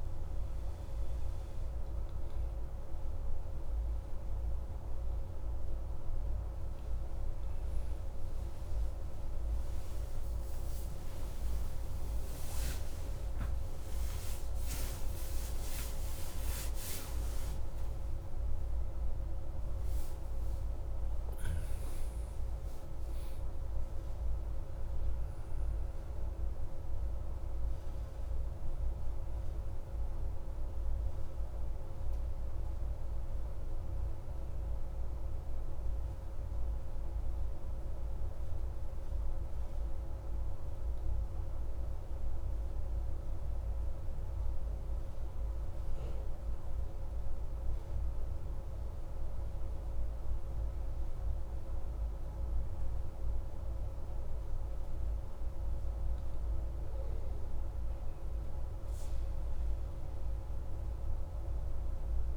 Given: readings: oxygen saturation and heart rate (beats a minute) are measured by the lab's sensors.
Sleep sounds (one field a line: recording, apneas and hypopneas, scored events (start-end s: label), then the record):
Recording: breathing in sleep, hard to hear, by a room microphone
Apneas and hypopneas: 1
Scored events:
8.50-14.00 s: arousal
34.50-54.00 s: mixed apnea (oxygen 97% before, 95% lowest, heart rate 40 before, 33 extreme, up 5 after)
56.50-60.50 s: arousal
From the record:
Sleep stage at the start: N2 (light sleep)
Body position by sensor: on the back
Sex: male